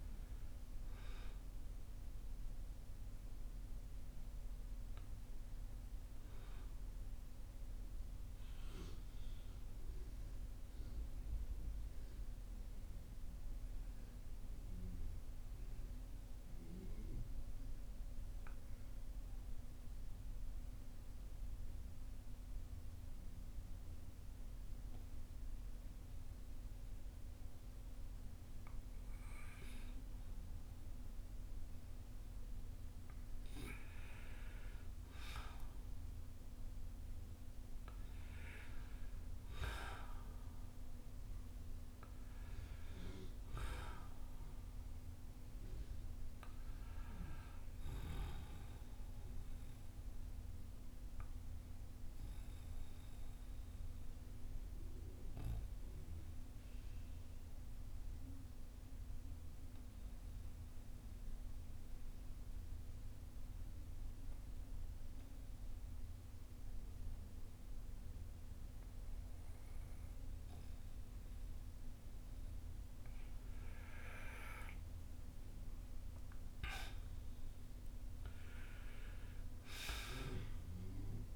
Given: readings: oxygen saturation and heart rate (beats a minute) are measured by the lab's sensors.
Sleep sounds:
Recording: breathing in sleep by a room microphone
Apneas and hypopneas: 2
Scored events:
8.50-34.50 s: mixed apnea (oxygen 94% before, 89% lowest, heart rate 60 before, 51 extreme, up 6 after)
36.50-40.00 s: arousal
40.00-64.00 s: oxygen desaturation (device-marked, oxygen 96% before, 91% lowest, heart rate 57 before, 51 extreme)
49.00-74.50 s: obstructive apnea (oxygen 96% before, 88% lowest, heart rate 58 before, 50 extreme, up 6 after)
76.00-80.00 s: arousal
80.00-81.36 s: oxygen desaturation (device-marked, oxygen 95% before, 88% lowest, heart rate 58 before, 49 extreme)
From the record:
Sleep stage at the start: N2 (light sleep)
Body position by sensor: on the back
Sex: male

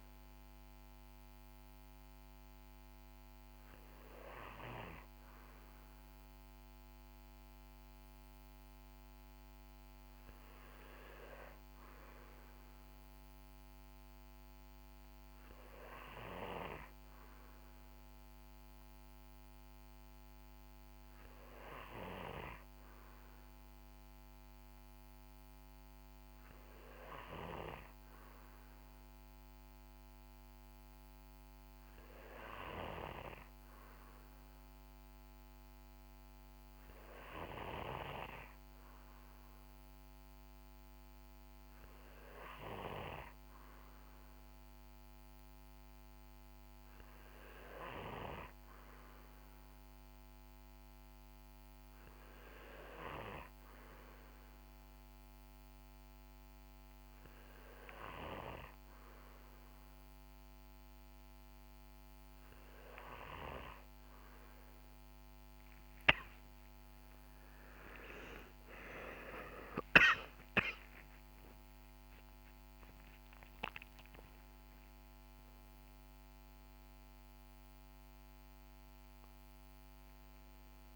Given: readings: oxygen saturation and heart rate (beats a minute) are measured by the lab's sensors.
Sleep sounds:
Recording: breathing in sleep by a microphone on the trachea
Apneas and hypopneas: none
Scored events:
75.50-80.96 s: new sleep stage, awake
From the record:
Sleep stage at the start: N2 (light sleep)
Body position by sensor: on the right side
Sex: male

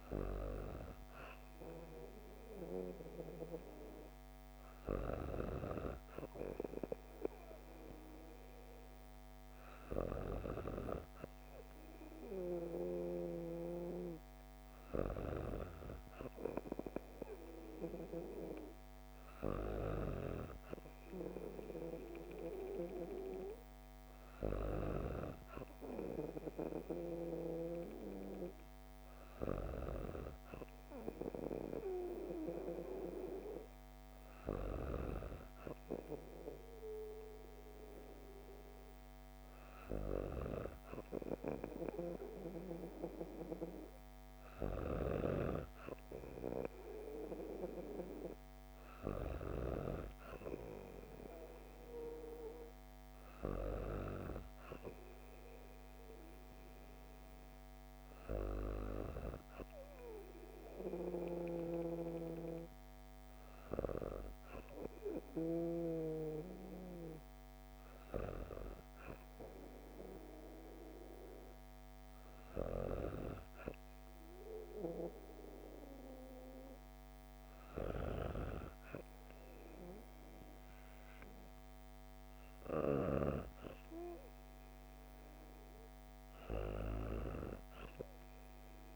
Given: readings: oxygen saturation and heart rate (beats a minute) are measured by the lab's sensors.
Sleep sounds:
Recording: breathing in sleep by a microphone on the trachea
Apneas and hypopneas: none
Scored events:
77.50-83.00 s: snoring (device-marked)
From the record:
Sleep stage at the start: N2 (light sleep)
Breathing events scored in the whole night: 143 in 6.8 hours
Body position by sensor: on the back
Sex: female

